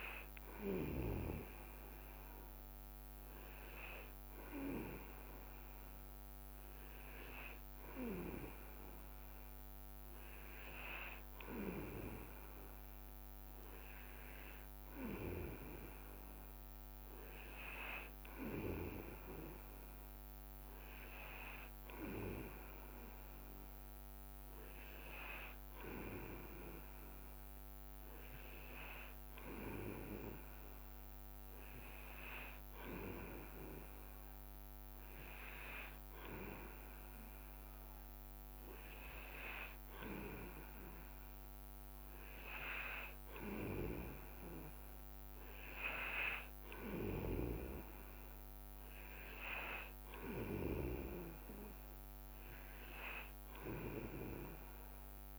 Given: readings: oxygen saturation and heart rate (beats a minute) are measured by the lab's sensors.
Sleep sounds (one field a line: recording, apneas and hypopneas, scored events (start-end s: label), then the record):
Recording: breathing in sleep by a microphone on the trachea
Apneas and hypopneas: none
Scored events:
9.00-16.50 s: leg movement (device-marked)
30.50-37.00 s: leg movement (device-marked)
39.00-44.50 s: leg movement (device-marked)
46.00-51.50 s: leg movement (device-marked)
From the record:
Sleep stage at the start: N2 (light sleep)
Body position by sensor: on the back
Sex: male